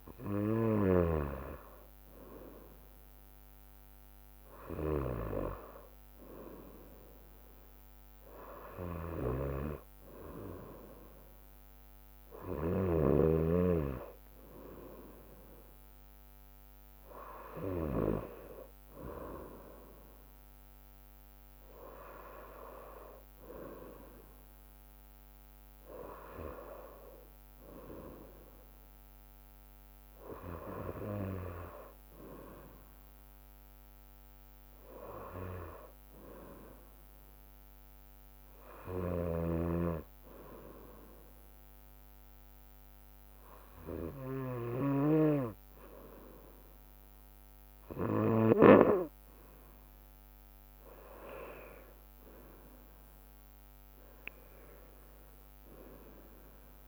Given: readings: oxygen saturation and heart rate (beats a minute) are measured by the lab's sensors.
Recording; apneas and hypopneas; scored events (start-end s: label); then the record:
breathing in sleep by a microphone on the trachea; none
1.00-13.50 s: snoring (device-marked)
39.00-49.00 s: snoring (device-marked)
51.00-54.50 s: arousal
From the record:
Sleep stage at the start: N2 (light sleep); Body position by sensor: on the right side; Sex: female